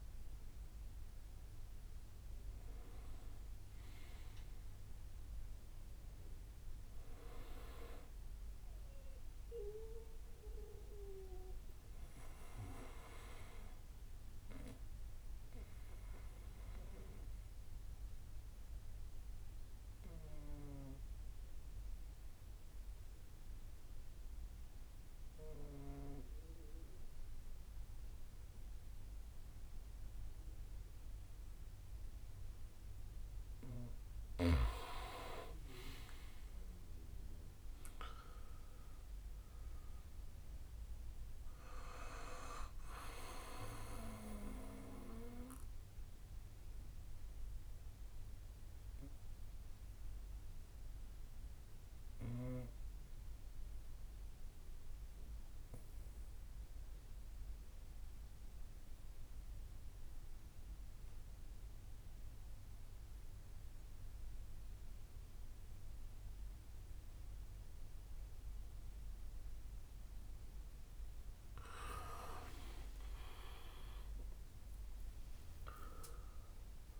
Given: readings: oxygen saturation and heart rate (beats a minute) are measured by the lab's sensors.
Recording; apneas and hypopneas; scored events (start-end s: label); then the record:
breathing in sleep by a room microphone; 2
0.00-4.00 s: drop in pulse transit time (device-marked, heart rate 65 extreme)
0.00-13.00 s: oxygen desaturation (device-marked, oxygen 89% lowest, heart rate 55 extreme)
8.00-17.00 s: bradycardia (device-marked, heart rate 64 before, 55 extreme)
15.50-32.50 s: obstructive apnea (oxygen 99% before, 92% lowest, heart rate 66 before, 57 extreme, up 6 after)
34.00-58.00 s: oxygen desaturation (device-marked, oxygen 99% before, 92% lowest, heart rate 59 before, 57 extreme)
34.50-38.50 s: arousal
45.00-55.00 s: bradycardia (device-marked, heart rate 64 before, 57 extreme)
48.00-71.50 s: obstructive apnea (oxygen 99% before, 91% lowest, heart rate 63 before, 58 extreme, up 20 after)
56.00-63.00 s: bradycardia (device-marked, heart rate 64 before, 58 extreme)
69.00-77.00 s: new sleep stage, awake
72.00-77.00 s: oxygen desaturation (device-marked, oxygen 98% before, 92% lowest, heart rate 59 before, 60 extreme)
73.00-75.00 s: long interval between heartbeats (device-marked, heart rate 59 before, 72 extreme)
From the record:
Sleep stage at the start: N2 (light sleep); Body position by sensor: on the back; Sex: male